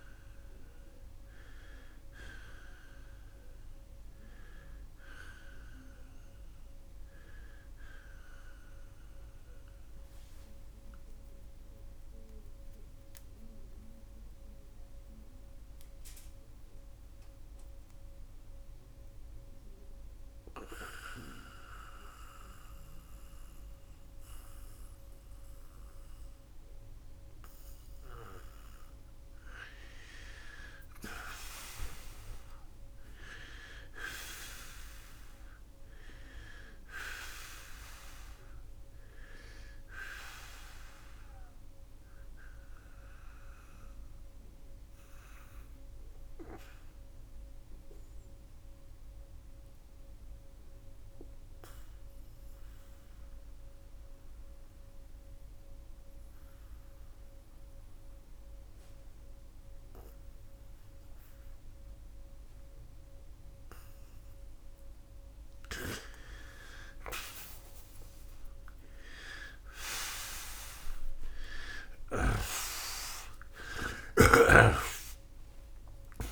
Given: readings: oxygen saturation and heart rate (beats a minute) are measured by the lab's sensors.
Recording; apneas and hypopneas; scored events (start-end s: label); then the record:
breathing in sleep by a room microphone; 2
10.50-29.50 s: mixed apnea (oxygen 94% before, 84% lowest, heart rate 105 before, 66 extreme, up 28 after)
21.00-39.00 s: oxygen desaturation (device-marked, oxygen 93% before, 84% lowest, heart rate 80 before, 66 extreme)
31.50-35.00 s: arousal
42.50-64.50 s: obstructive apnea (oxygen 96% before, 84% lowest, heart rate 79 before, 67 extreme, up 11 after)
55.00-65.00 s: oxygen desaturation (device-marked, oxygen 95% before, 90% lowest, heart rate 85 before, 67 extreme)
70.50-76.00 s: arousal
From the record:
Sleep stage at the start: N2 (light sleep); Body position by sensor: on the right side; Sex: male